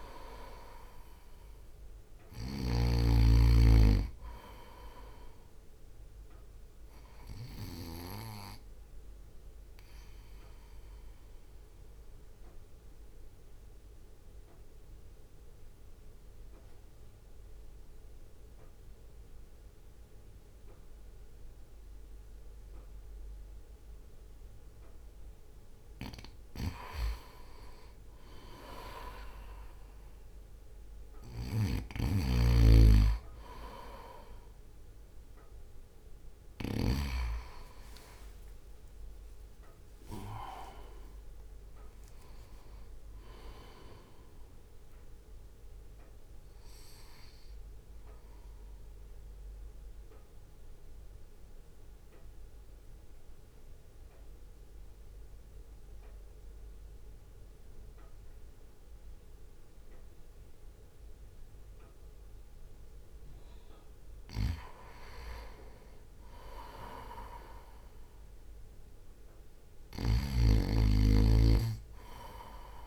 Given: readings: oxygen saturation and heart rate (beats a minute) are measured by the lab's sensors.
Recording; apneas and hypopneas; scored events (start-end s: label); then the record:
breathing in sleep by a room microphone; 2
0.00-3.00 s: snoring (device-marked)
0.00-10.00 s: drop in pulse transit time (device-marked, heart rate 52 extreme)
8.00-25.00 s: obstructive apnea (oxygen 97% before, 92% lowest, heart rate 58 before, 54 extreme, up 4 after)
16.00-26.00 s: oxygen desaturation (device-marked, oxygen 95% before, 92% lowest, heart rate 58 before, 54 extreme)
32.00-37.00 s: snoring (device-marked)
34.00-52.00 s: drop in pulse transit time (device-marked, heart rate 60 before, 54 extreme)
35.00-40.00 s: arousal
38.50-40.50 s: long interval between heartbeats (device-marked, heart rate 60 before, 68 extreme)
47.50-63.00 s: central apnea (oxygen 96% before, 92% lowest, heart rate 63 before, 52 extreme, up 8 after)
66.50-69.50 s: arousal
From the record:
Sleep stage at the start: N2 (light sleep); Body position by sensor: on the right side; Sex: male